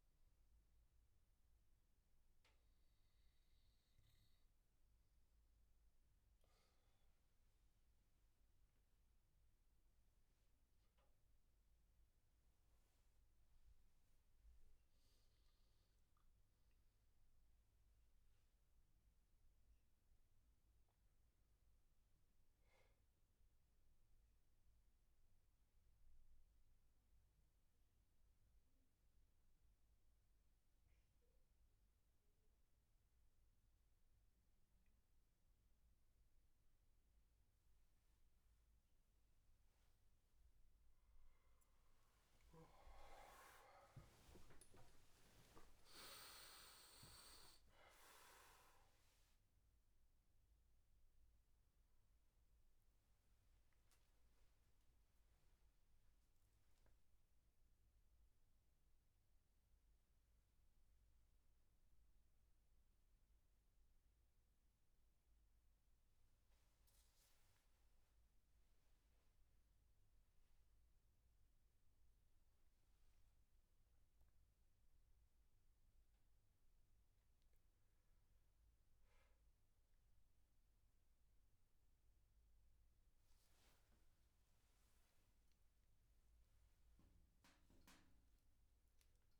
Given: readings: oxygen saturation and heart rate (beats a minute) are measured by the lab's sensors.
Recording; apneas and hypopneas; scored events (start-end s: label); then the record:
a person partly awake in a sleep study, by a room microphone; none
20.50-50.50 s: new sleep stage, N1 (lightest sleep)
41.50-48.50 s: tachycardia (device-marked, heart rate 82 before, 110 extreme)
45.00-47.00 s: long interval between heartbeats (device-marked, heart rate 86 before, 107 extreme)
50.50-89.40 s: new sleep stage, awake
From the record:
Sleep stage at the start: N2 (light sleep); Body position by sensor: on the right side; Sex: male